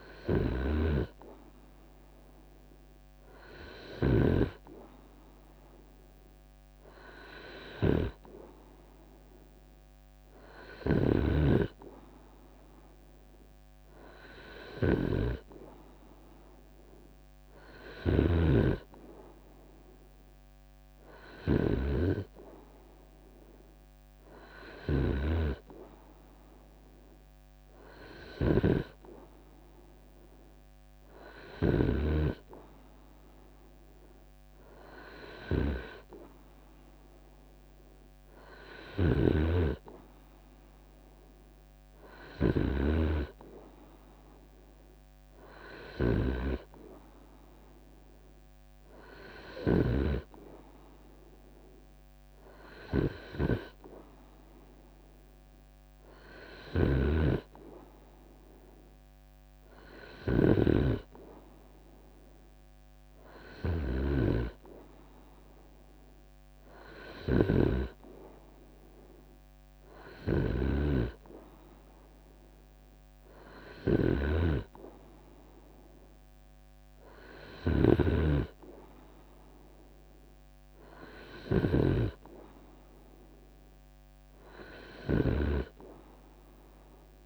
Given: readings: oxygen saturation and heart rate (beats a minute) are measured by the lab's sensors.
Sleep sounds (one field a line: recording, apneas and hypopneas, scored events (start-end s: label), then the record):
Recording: breathing in sleep by a microphone on the trachea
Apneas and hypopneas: none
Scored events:
0.00-3.50 s: snoring (device-marked)
11.50-13.50 s: long interval between heartbeats (device-marked, heart rate 76 before, 75 extreme)
56.00-67.00 s: snoring (device-marked)
63.50-74.50 s: drop in pulse transit time (device-marked, heart rate 74 before, 69 extreme)
73.00-77.50 s: snoring (device-marked)
From the record:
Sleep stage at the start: N2 (light sleep)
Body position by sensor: on the right side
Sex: male